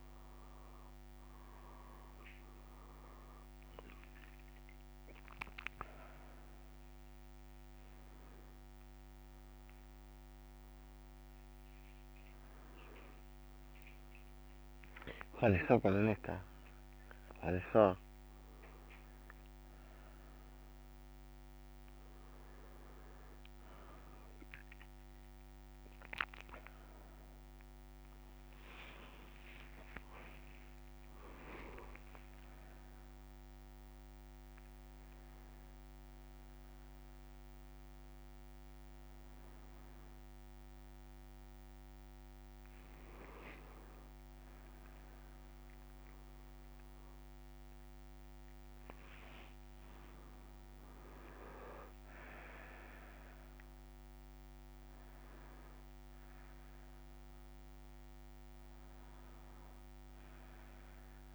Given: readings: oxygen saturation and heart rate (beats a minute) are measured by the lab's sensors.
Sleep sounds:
a person awake in a sleep study, by a microphone on the trachea; none
60.00-61.35 s: new sleep stage, N1 (lightest sleep)
From the record:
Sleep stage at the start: awake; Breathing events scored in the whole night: 235 in 4.8 hours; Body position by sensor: on the back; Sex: male

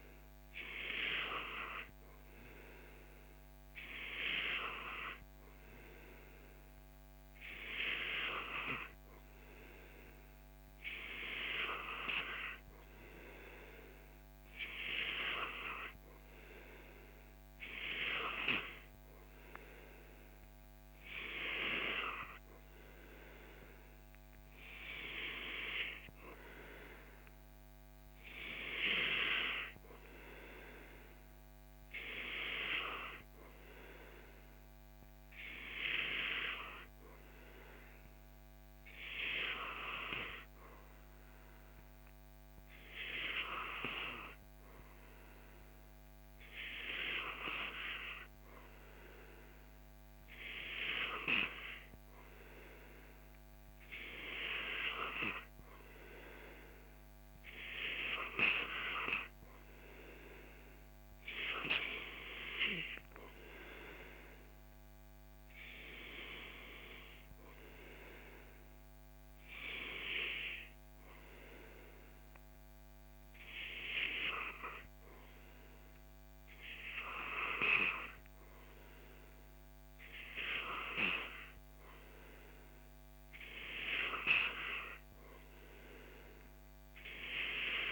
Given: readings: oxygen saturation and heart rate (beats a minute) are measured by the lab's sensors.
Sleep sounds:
breathing in sleep by a microphone on the trachea; none
none scored
From the record:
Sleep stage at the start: N2 (light sleep); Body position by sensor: on the back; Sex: male

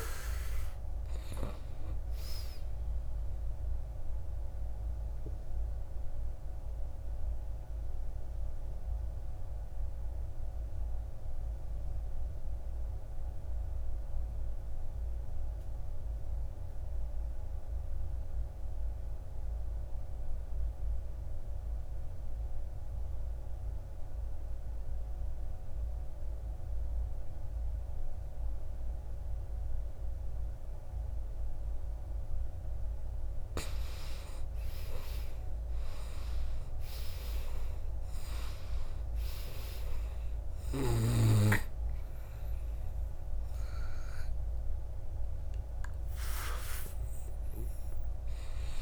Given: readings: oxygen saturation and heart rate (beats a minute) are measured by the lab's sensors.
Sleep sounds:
breathing in sleep by a room microphone; 1
0.00-8.50 s: oxygen desaturation (device-marked, oxygen 76% lowest, heart rate 54 extreme)
4.50-33.00 s: obstructive apnea (oxygen 96% before, 77% lowest, heart rate 71 before, 54 extreme, up 13 after)
25.50-48.82 s: oxygen desaturation (device-marked, oxygen 98% before, 77% lowest, heart rate 57 before, 53 extreme)
34.50-38.50 s: arousal
From the record:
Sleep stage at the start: N2 (light sleep); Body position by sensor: on the back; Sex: male

